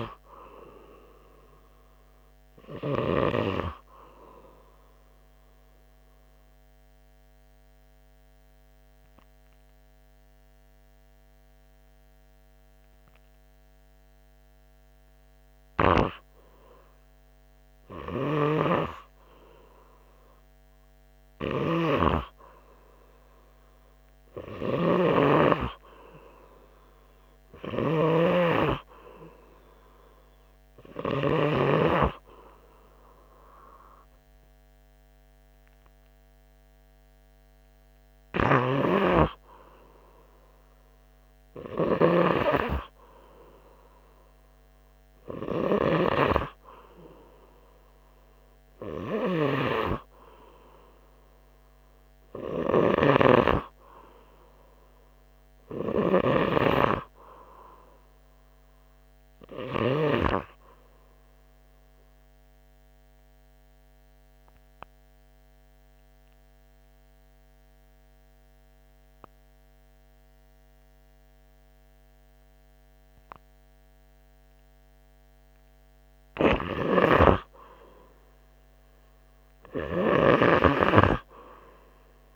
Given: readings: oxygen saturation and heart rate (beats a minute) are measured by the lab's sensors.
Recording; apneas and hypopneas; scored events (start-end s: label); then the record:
breathing in sleep by a microphone on the trachea; 2
6.00-16.50 s: obstructive apnea (oxygen 100% before, 88% lowest, heart rate 76 before, 81 extreme, up 4 after)
7.50-34.50 s: oxygen desaturation (device-marked, oxygen 99% before, 88% lowest, heart rate 78 before, 80 extreme)
18.00-21.50 s: arousal
54.00-58.50 s: arousal
62.50-76.50 s: obstructive apnea (oxygen 100% before, 94% lowest, heart rate 82 before, 77 extreme, up 5 after)
64.50-71.50 s: oxygen desaturation (device-marked, oxygen 99% before, 97% lowest, heart rate 82 before, 77 extreme)
78.00-81.50 s: arousal
From the record:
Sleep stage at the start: N2 (light sleep); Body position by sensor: on the right side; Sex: male